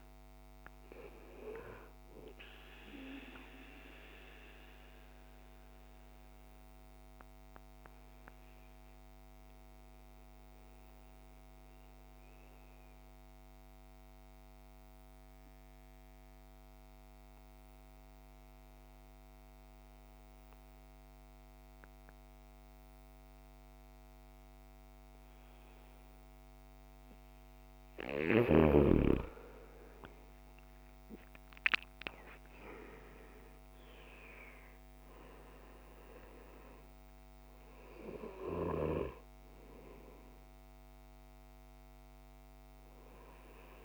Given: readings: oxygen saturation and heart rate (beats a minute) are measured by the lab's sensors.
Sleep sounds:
breathing in sleep by a microphone on the trachea; 1
0.00-19.50 s: oxygen desaturation (device-marked, oxygen 85% lowest, heart rate 52 extreme)
4.00-28.00 s: mixed apnea (oxygen 98% before, 85% lowest, heart rate 62 before, 52 extreme, up 18 after)
29.50-33.50 s: arousal
29.50-43.85 s: oxygen desaturation (device-marked, oxygen 98% before, 85% lowest, heart rate 55 before, 52 extreme)
From the record:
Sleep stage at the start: N2 (light sleep); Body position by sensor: on the back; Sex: male

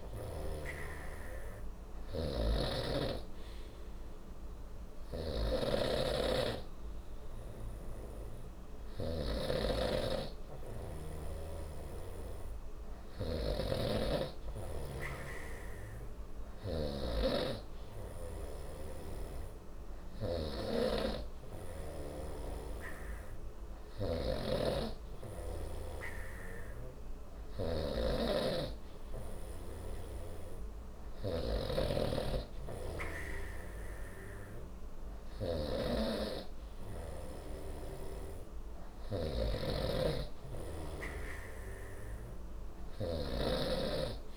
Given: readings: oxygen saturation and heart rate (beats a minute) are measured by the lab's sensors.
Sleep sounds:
breathing in sleep by a room microphone; none
0.00-16.50 s: snoring (device-marked)
23.50-44.37 s: snoring (device-marked)
From the record:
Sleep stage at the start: N2 (light sleep); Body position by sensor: on the right side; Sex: male

